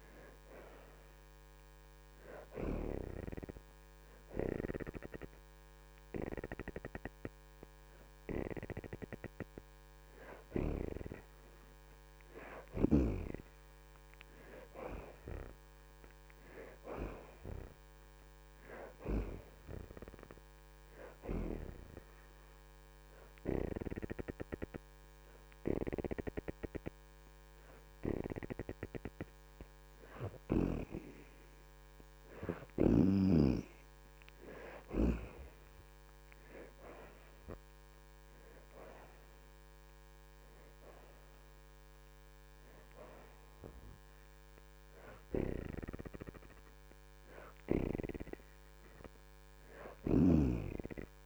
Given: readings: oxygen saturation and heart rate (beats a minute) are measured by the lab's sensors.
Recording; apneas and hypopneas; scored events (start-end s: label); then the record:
breathing in sleep by a microphone on the trachea; 1
0.00-1.50 s: arousal
4.50-24.50 s: oxygen desaturation (device-marked, oxygen 75% before, 66% lowest)
20.00-30.50 s: hypopnea (oxygen 75% before, 64% lowest)
34.50-41.50 s: oxygen desaturation (device-marked, oxygen 74% before, 66% lowest)
36.00-39.50 s: arousal
From the record:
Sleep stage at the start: N2 (light sleep); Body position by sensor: on the back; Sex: female